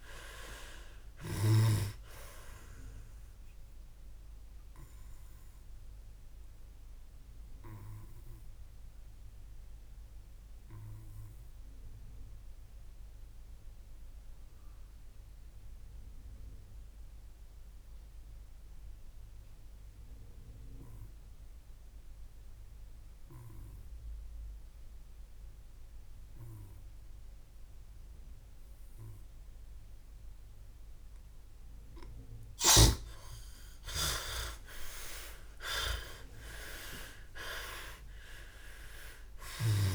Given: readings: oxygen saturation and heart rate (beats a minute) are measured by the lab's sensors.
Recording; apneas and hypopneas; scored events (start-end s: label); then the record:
breathing in sleep by a room microphone; 1
4.00-30.00 s: oxygen desaturation (device-marked, oxygen 97% before, 88% lowest, heart rate 71 before, 54 extreme)
11.50-30.50 s: obstructive apnea (oxygen 97% before, 87% lowest, heart rate 72 before, 54 extreme, up 25 after)
34.00-39.00 s: arousal
From the record:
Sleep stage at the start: N2 (light sleep); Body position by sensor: on the back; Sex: male